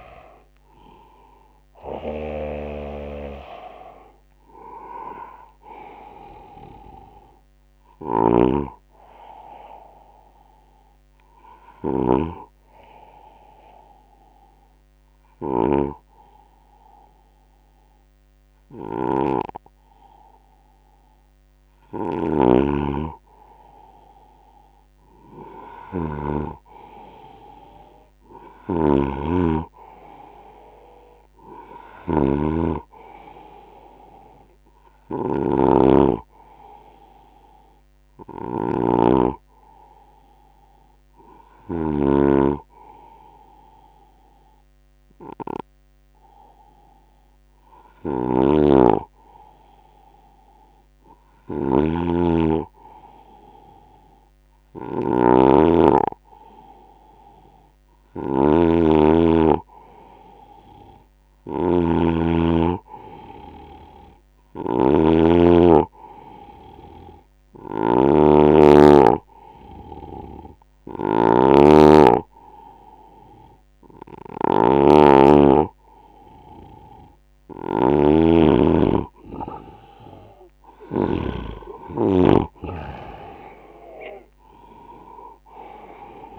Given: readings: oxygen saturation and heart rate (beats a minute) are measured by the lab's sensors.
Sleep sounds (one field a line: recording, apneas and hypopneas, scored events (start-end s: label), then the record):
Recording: breathing in sleep by a microphone on the trachea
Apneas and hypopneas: 3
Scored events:
0.00-4.00 s: oxygen desaturation (device-marked, oxygen 93% lowest, heart rate 55 extreme)
0.00-81.00 s: snoring (device-marked)
8.00-11.00 s: bradycardia (device-marked, heart rate 80 before, 61 extreme)
11.00-22.00 s: hypopnea (oxygen 98% before, 92% lowest, heart rate 80 before, 45 extreme, up 12 after)
12.00-18.00 s: bradycardia (device-marked, heart rate 80 before, 55 extreme)
23.50-28.00 s: arousal
25.00-39.00 s: bradycardia (device-marked, heart rate 80 before, 45 extreme)
33.00-48.00 s: oxygen desaturation (device-marked, oxygen 98% before, 93% lowest, heart rate 59 before, 45 extreme)
40.00-55.50 s: hypopnea (oxygen 98% before, 89% lowest, heart rate 56 before, 81 extreme, up 7 after)
57.00-61.00 s: arousal
61.00-77.00 s: oxygen desaturation (device-marked, oxygen 97% before, 92% lowest, heart rate 80 before, 74 extreme)
67.00-78.00 s: hypopnea (oxygen 97% before, 89% lowest, heart rate 86 before, 74 extreme, up 11 after)
80.50-85.00 s: arousal
85.00-86.39 s: oxygen desaturation (device-marked, oxygen 93% before, 89% lowest, heart rate 88 before, 72 extreme)
From the record:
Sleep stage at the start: N2 (light sleep)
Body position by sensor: on the right side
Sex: male